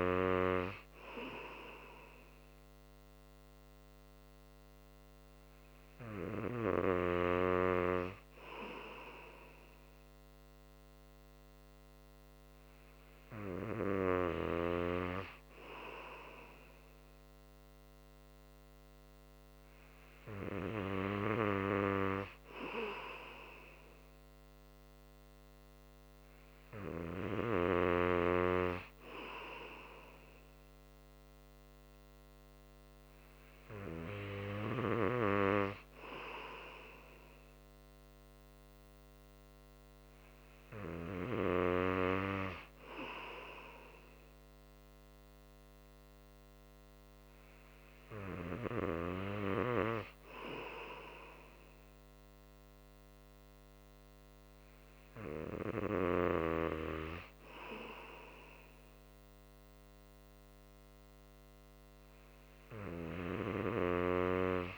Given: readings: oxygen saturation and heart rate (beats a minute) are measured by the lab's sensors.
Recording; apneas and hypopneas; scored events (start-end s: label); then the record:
breathing in sleep by a microphone on the trachea; none
none scored
From the record:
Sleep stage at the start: N2 (light sleep); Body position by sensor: on the right side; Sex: male